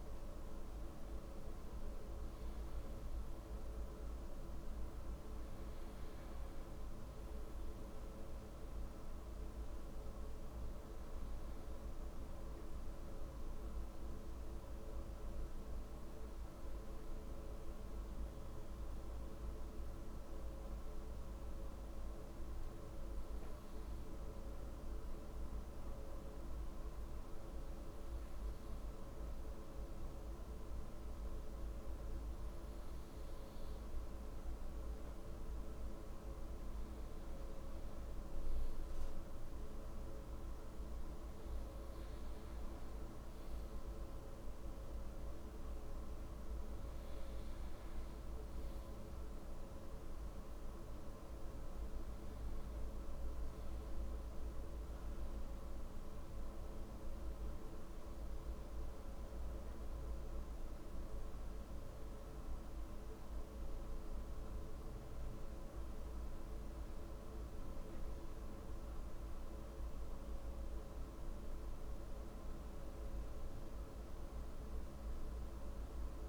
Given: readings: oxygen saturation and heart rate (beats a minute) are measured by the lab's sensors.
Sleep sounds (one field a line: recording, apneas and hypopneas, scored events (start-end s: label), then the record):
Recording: breathing in sleep, hard to hear, by a room microphone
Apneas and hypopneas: none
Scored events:
0.00-13.50 s: oxygen desaturation (device-marked, oxygen 94% lowest, heart rate 56 extreme)
From the record:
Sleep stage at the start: N2 (light sleep)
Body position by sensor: on the right side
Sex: male